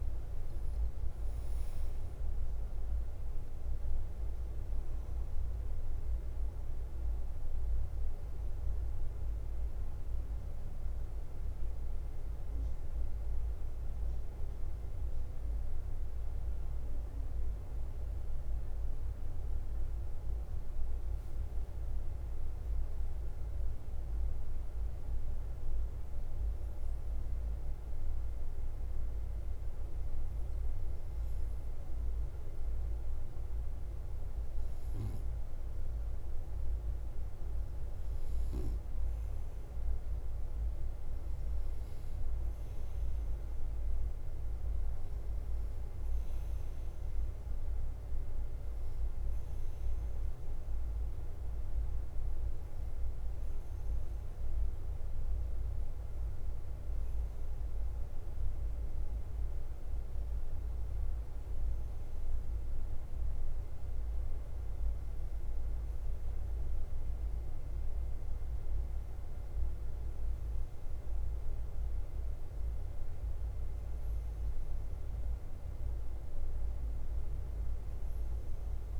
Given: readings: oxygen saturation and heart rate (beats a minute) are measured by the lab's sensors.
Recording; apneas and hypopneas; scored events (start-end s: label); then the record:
breathing in sleep, hard to hear, by a room microphone; 1
0.00-3.00 s: arousal
0.00-79.00 s: bradycardia (device-marked, heart rate 40 extreme)
4.50-22.50 s: oxygen desaturation (device-marked, oxygen 96% before, 93% lowest, heart rate 50 before, 47 extreme)
9.50-27.00 s: obstructive apnea (oxygen 97% before, 93% lowest, heart rate 49 before, 46 extreme, up 2 after)
29.50-33.00 s: arousal
52.50-73.50 s: oxygen desaturation (device-marked, oxygen 97% before, 93% lowest, heart rate 48 before, 47 extreme)
From the record:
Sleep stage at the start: N2 (light sleep); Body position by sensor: on the front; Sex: male